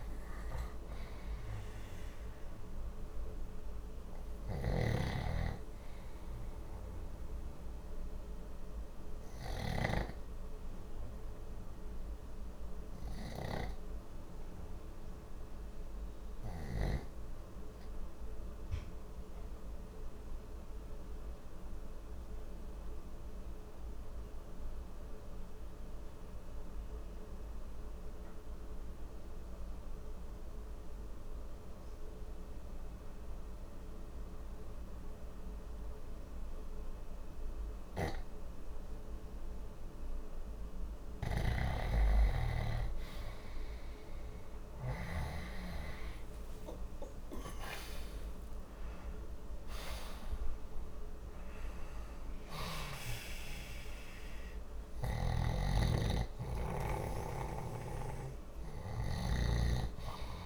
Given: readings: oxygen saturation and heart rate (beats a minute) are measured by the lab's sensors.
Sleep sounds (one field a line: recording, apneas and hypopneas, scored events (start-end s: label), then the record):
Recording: breathing in sleep by a room microphone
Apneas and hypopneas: 1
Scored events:
4.00-9.50 s: snoring (device-marked)
7.00-40.00 s: obstructive apnea (oxygen 98% before, 89% lowest, heart rate 80 before, 59 extreme, up 11 after)
10.50-21.50 s: oxygen desaturation (device-marked, oxygen 95% before, 91% lowest, heart rate 75 before, 59 extreme)
36.50-58.50 s: oxygen desaturation (device-marked, oxygen 98% before, 90% lowest, heart rate 60 before, 59 extreme)
42.00-47.00 s: arousal
54.50-60.46 s: snoring (device-marked)
From the record:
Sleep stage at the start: REM sleep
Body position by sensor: on the left side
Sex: male